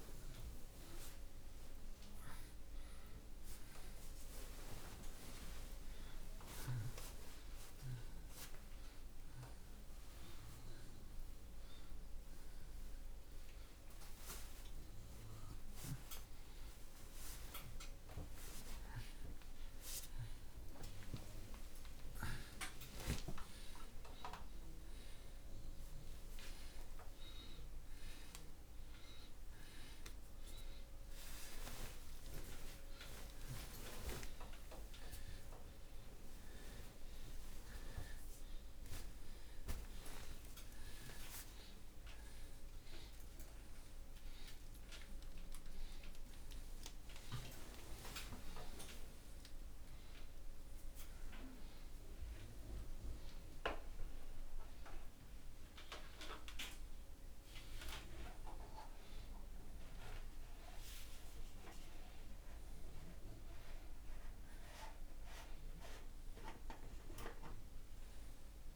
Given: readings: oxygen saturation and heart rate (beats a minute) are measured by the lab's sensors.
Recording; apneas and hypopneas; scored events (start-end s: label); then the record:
a person awake in a sleep study, by a room microphone; none
none scored
From the record:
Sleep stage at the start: awake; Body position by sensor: on the right side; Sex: male